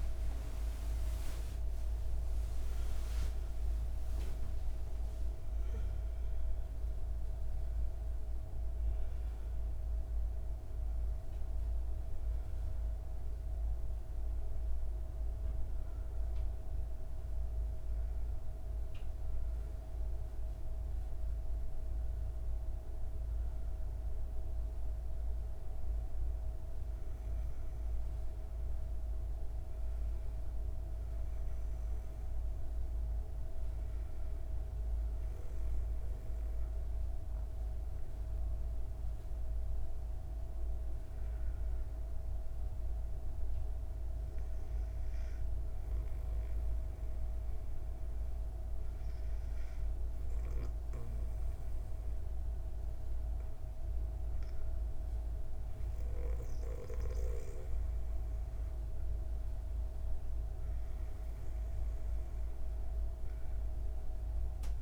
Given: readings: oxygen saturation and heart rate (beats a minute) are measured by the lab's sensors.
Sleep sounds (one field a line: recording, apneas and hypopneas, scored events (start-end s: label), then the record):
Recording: breathing in sleep, hard to hear, by a room microphone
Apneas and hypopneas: none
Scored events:
0.00-3.00 s: arousal
0.00-11.50 s: oxygen desaturation (device-marked, oxygen 93% lowest, heart rate 58 extreme)
19.50-64.82 s: new sleep stage, N2 (light sleep)
From the record:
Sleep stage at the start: N1 (lightest sleep)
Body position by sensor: on the back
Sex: female